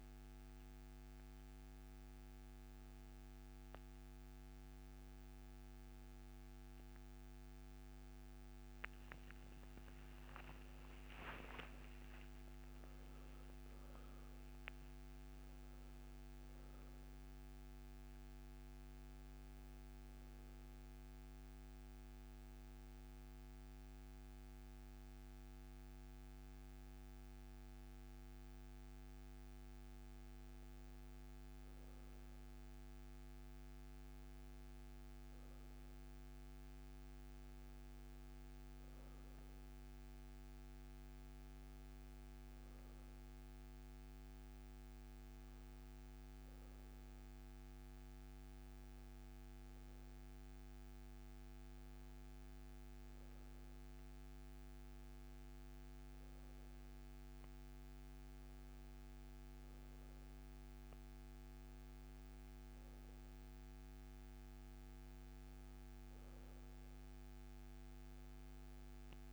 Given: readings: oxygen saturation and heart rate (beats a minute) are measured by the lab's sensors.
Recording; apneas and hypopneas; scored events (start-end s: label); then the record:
breathing in sleep, hard to hear, by a microphone on the trachea; none
8.00-12.00 s: arousal
From the record:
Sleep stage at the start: N1 (lightest sleep); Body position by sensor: on the back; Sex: male